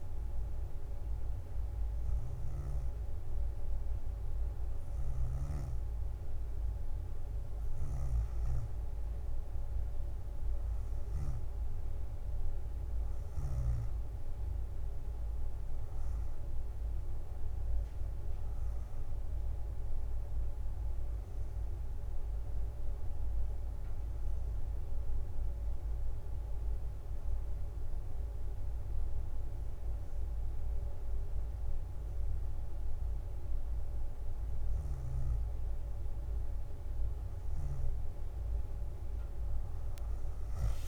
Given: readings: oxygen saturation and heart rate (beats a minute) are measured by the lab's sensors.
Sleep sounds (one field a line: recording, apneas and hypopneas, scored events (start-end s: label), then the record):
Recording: breathing in sleep, hard to hear, by a room microphone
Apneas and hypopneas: 1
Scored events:
8.50-24.50 s: drop in pulse transit time (device-marked, heart rate 61 before, 58 extreme)
16.00-19.50 s: arousal
20.50-22.50 s: bradycardia (device-marked, heart rate 63 before, 64 extreme)
23.00-34.00 s: hypopnea (oxygen 91% before, 89% lowest, heart rate 63 before, 57 extreme, up 10 after)
39.50-40.88 s: drop in pulse transit time (device-marked, heart rate 61 before, 62 extreme)
From the record:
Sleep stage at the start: N2 (light sleep)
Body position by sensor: on the back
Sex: female